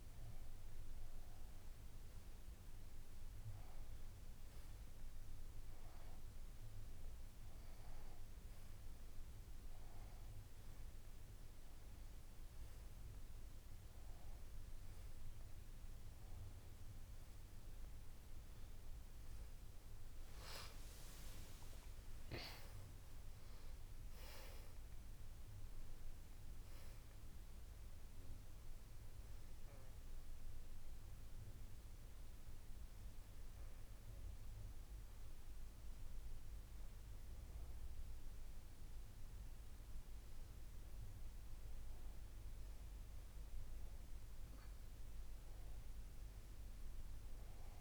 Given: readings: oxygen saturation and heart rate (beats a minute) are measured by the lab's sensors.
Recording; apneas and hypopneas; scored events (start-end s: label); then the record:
breathing in sleep, hard to hear, by a room microphone; none
19.50-23.50 s: arousal
39.00-47.81 s: new sleep stage, N2 (light sleep)
From the record:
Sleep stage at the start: N1 (lightest sleep); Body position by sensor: on the back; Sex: female